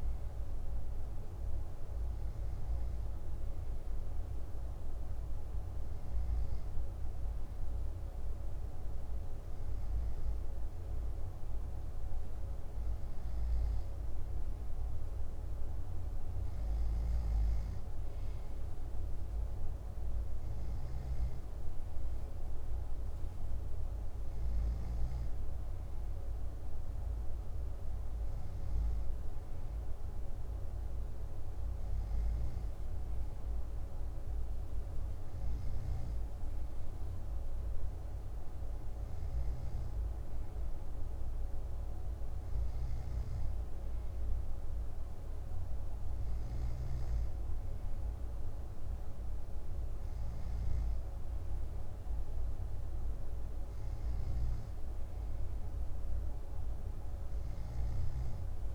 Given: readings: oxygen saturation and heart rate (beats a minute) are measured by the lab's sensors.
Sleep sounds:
breathing in sleep, hard to hear, by a room microphone; none
none scored
From the record:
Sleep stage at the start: N2 (light sleep); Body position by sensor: on the back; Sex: male

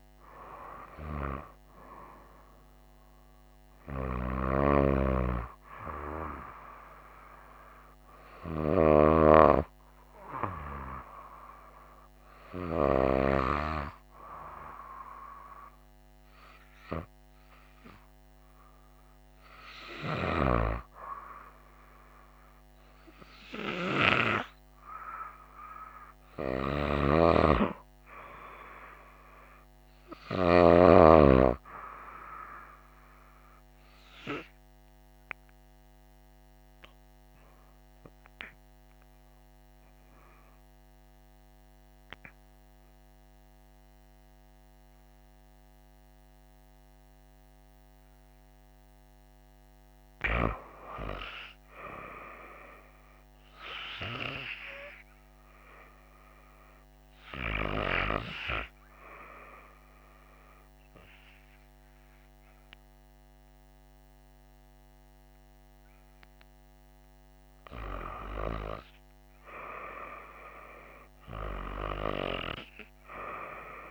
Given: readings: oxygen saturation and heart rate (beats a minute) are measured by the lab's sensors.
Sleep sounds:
breathing in sleep by a microphone on the trachea; 2
11.00-23.00 s: hypopnea (oxygen 95% before, 91% lowest, heart rate 65 before, 61 extreme, up 4 after)
25.00-28.50 s: arousal
34.50-49.50 s: obstructive apnea (oxygen 96% before, 91% lowest, heart rate 64 before, 58 extreme, up 1 after)
51.50-55.00 s: arousal
55.50-68.50 s: oxygen desaturation (device-marked, oxygen 94% before, 91% lowest, heart rate 63 before, 60 extreme)
From the record:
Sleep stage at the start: REM sleep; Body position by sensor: on the right side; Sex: female

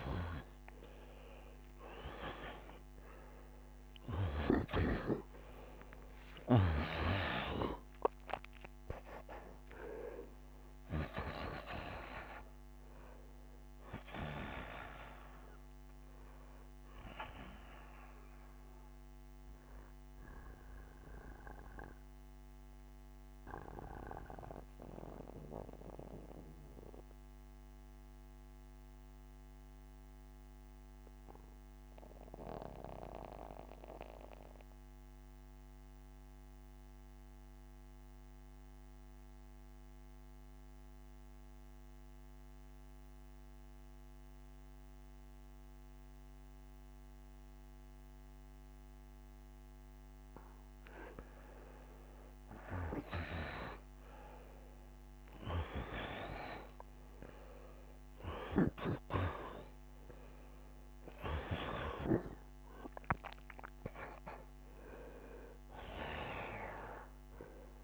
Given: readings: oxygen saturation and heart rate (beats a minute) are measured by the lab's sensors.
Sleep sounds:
breathing in sleep by a microphone on the trachea; 1
0.00-5.00 s: arousal
0.00-28.00 s: oxygen desaturation (device-marked, oxygen 84% lowest, heart rate 55 extreme)
21.00-48.00 s: mixed apnea (oxygen 95% before, 85% lowest, heart rate 82 before, 55 extreme, up 15 after)
42.00-48.00 s: bradycardia (device-marked, heart rate 72 before, 55 extreme)
45.00-67.84 s: oxygen desaturation (device-marked, oxygen 97% before, 85% lowest, heart rate 67 before, 63 extreme)
50.00-54.50 s: arousal
From the record:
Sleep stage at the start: N2 (light sleep); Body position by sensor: on the back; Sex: male

